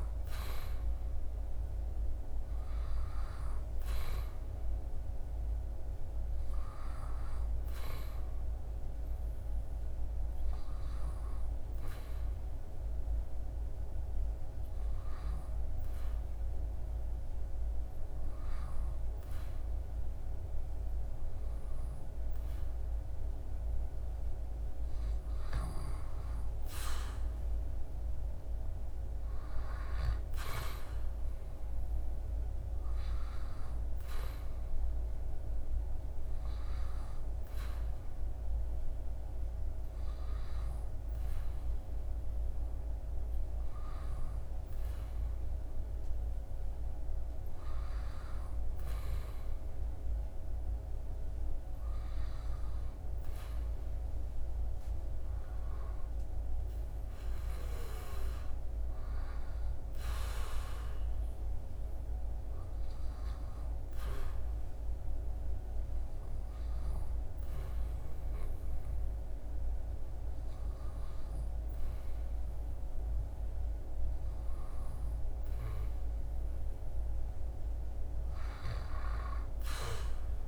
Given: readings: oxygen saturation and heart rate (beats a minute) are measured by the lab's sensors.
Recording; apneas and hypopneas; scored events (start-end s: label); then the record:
breathing in sleep, hard to hear, by a room microphone; none
none scored
From the record:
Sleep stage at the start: REM sleep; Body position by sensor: on the back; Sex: male